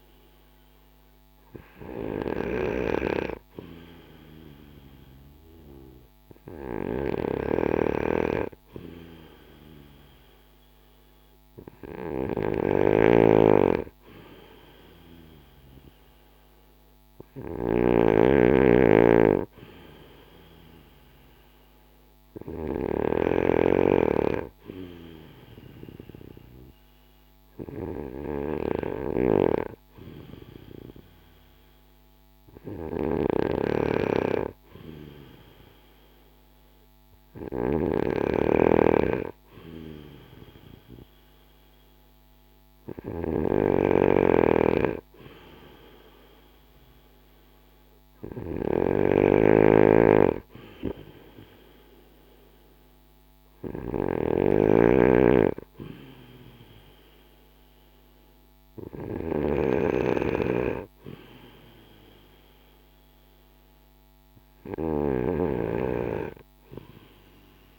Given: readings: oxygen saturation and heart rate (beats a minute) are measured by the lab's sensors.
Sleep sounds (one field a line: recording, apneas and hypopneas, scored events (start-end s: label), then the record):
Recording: breathing in sleep by a microphone on the trachea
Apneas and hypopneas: none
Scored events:
7.00-23.00 s: snoring (device-marked)
37.50-65.00 s: snoring (device-marked)
From the record:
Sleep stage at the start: N2 (light sleep)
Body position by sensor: on the back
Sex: male